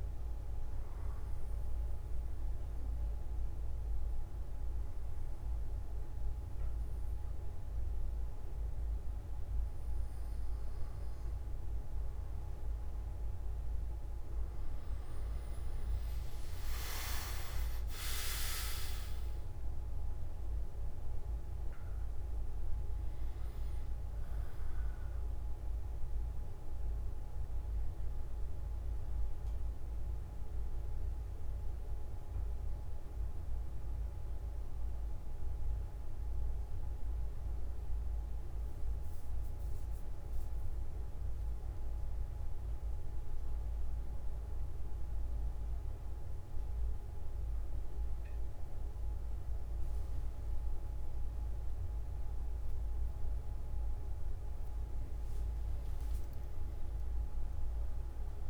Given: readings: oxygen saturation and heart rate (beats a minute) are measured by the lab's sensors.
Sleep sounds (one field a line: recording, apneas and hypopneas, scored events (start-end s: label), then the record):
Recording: breathing in sleep, hard to hear, by a room microphone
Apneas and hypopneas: 2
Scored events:
1.00-11.50 s: obstructive apnea (oxygen 98% before, 93% lowest)
22.00-33.00 s: oxygen desaturation (device-marked, oxygen 97% before, 93% lowest)
31.00-58.49 s: new sleep stage, N2 (light sleep)
43.50-54.00 s: hypopnea (oxygen 97% before, 94% lowest)
From the record:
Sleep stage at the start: N1 (lightest sleep)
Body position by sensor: on the back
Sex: male